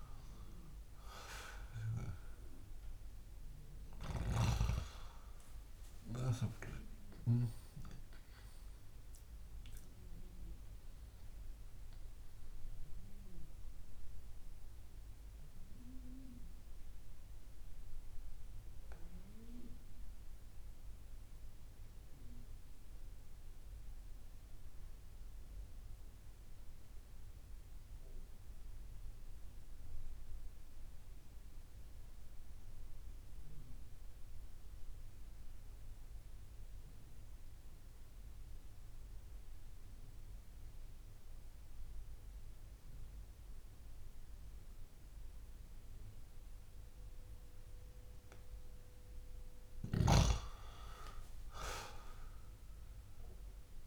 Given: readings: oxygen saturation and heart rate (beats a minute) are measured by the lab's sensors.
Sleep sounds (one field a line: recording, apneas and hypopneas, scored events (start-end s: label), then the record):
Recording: breathing in sleep by a room microphone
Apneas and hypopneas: 1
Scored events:
0.00-22.50 s: oxygen desaturation (device-marked, oxygen 87% lowest)
13.50-47.50 s: mixed apnea (oxygen 94% before, 87% lowest)
50.50-53.86 s: arousal
From the record:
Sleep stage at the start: N2 (light sleep)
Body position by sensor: on the back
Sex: male